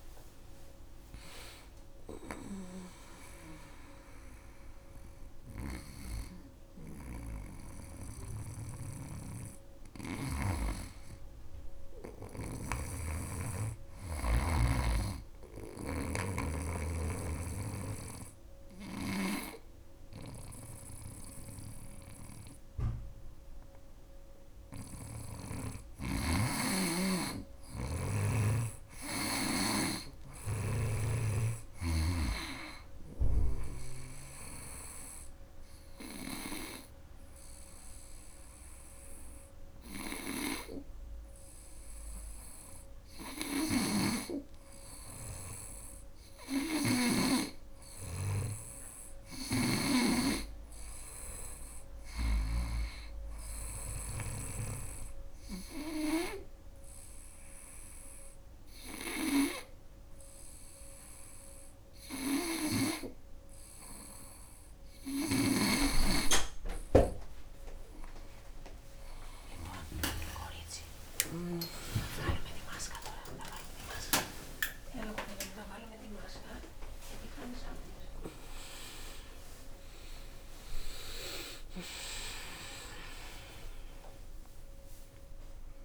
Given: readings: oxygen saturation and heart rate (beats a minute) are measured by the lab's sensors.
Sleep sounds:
breathing in sleep by a room microphone; 3
4.50-11.50 s: snoring (device-marked)
14.50-24.50 s: obstructive apnea (oxygen 97% before, 95% lowest, heart rate 99 before, 69 extreme, up 9 after)
16.00-24.50 s: snoring (device-marked)
26.50-30.00 s: snoring (device-marked)
27.00-30.00 s: arousal
32.50-42.50 s: obstructive apnea (heart rate 75 before, 72 extreme, up 2 after)
33.50-41.50 s: oxygen desaturation (device-marked, oxygen 98% before, 95% lowest, heart rate 75 before, 72 extreme)
42.50-52.00 s: snoring (device-marked)
45.00-49.00 s: arousal
53.00-65.00 s: hypopnea
67.50-80.50 s: tachycardia (device-marked, heart rate 80 before, 145 extreme)
69.00-71.00 s: long interval between heartbeats (device-marked, heart rate 76 before, 82 extreme)
72.00-74.00 s: long interval between heartbeats (device-marked, heart rate 80 before, 127 extreme)
74.00-76.00 s: long interval between heartbeats (device-marked, heart rate 85 before, 135 extreme)
77.00-79.00 s: long interval between heartbeats (device-marked, heart rate 93 before, 135 extreme)
80.50-82.50 s: long interval between heartbeats (device-marked, heart rate 105 before, 70 extreme)
81.50-85.85 s: new sleep stage, awake
From the record:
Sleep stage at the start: N2 (light sleep); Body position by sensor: on the right side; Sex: female

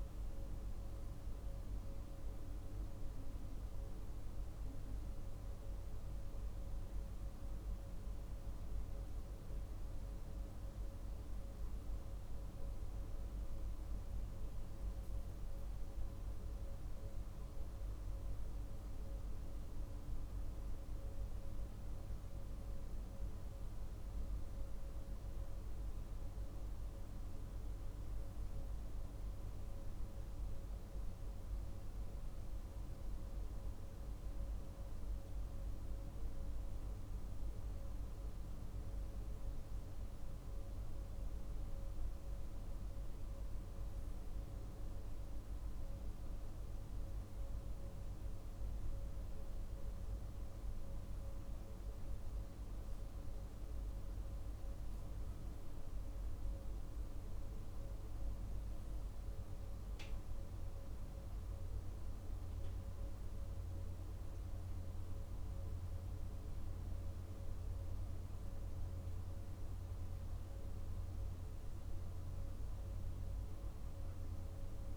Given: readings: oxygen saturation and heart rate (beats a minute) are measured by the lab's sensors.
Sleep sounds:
breathing in sleep, hard to hear, by a room microphone; none
none scored
From the record:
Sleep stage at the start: N2 (light sleep); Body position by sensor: on the right side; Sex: male

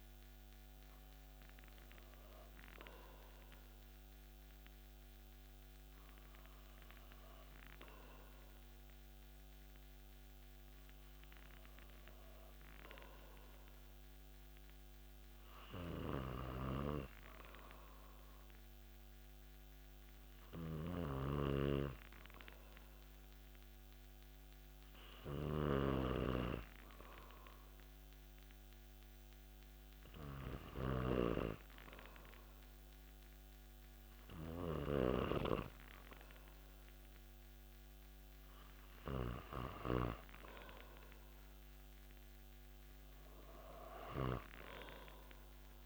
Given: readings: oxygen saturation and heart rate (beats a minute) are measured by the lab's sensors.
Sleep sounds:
breathing in sleep by a microphone on the trachea; 1
0.50-25.00 s: hypopnea (oxygen 96% before, 94% lowest)
20.50-31.50 s: snoring (device-marked)
28.50-32.50 s: arousal
From the record:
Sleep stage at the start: N2 (light sleep); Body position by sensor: on the back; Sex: male

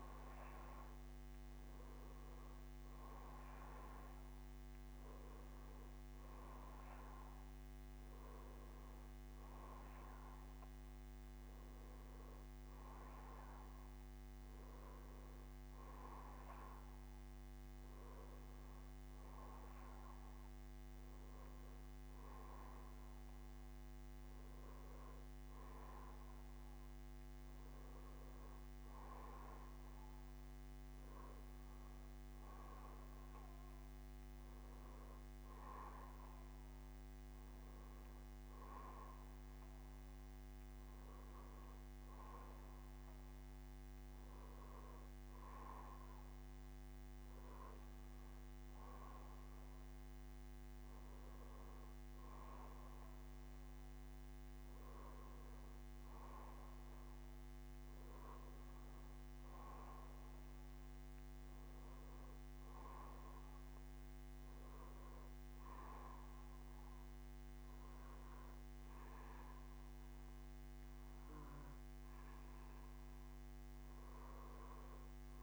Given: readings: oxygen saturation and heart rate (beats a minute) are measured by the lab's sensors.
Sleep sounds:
breathing in sleep, hard to hear, by a microphone on the trachea; none
0.00-13.50 s: oxygen desaturation (device-marked, oxygen 90% lowest, heart rate 55 extreme)
17.50-19.50 s: bradycardia (device-marked, heart rate 62 before, 64 extreme)
34.50-75.43 s: bradycardia (device-marked, heart rate 62 before, 46 extreme)
From the record:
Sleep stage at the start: N2 (light sleep); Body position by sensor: on the back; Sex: male

